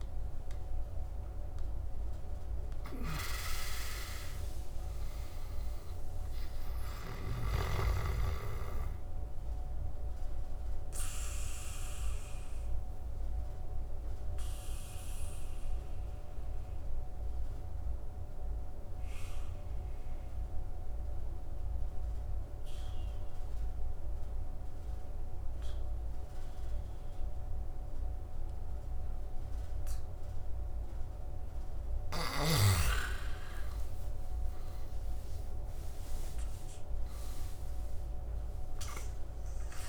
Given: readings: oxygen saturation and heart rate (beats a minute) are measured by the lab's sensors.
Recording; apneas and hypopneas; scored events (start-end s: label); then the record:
breathing in sleep by a room microphone; 1
0.00-22.00 s: oxygen desaturation (device-marked, oxygen 79% lowest, heart rate 66 extreme)
2.50-7.00 s: snoring (device-marked)
10.00-31.00 s: obstructive apnea (oxygen 99% before, 79% lowest, heart rate 79 before, 66 extreme, up 18 after)
33.00-37.00 s: arousal
34.00-39.89 s: oxygen desaturation (device-marked, oxygen 99% before, 79% lowest, heart rate 71 before, 68 extreme)
From the record:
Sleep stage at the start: N2 (light sleep); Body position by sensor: on the back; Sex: male